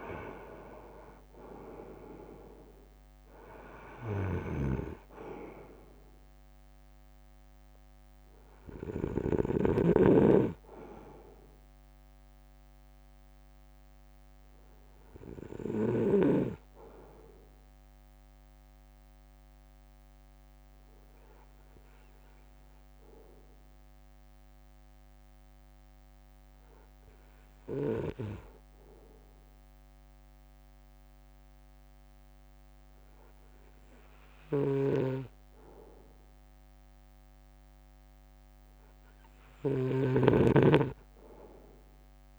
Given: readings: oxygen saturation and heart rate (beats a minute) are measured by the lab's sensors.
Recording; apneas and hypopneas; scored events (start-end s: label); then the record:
breathing in sleep by a microphone on the trachea; 1
0.00-15.00 s: drop in pulse transit time (device-marked, heart rate 53 extreme)
4.50-9.50 s: snoring (device-marked)
12.00-15.50 s: arousal
18.00-35.50 s: obstructive apnea (oxygen 96% before, 95% lowest, heart rate 58 before, 51 extreme, up 1 after)
34.50-40.00 s: snoring (device-marked)
37.50-40.50 s: arousal
41.00-42.39 s: drop in pulse transit time (device-marked, heart rate 58 before, 51 extreme)
From the record:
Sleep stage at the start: N2 (light sleep); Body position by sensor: on the front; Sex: male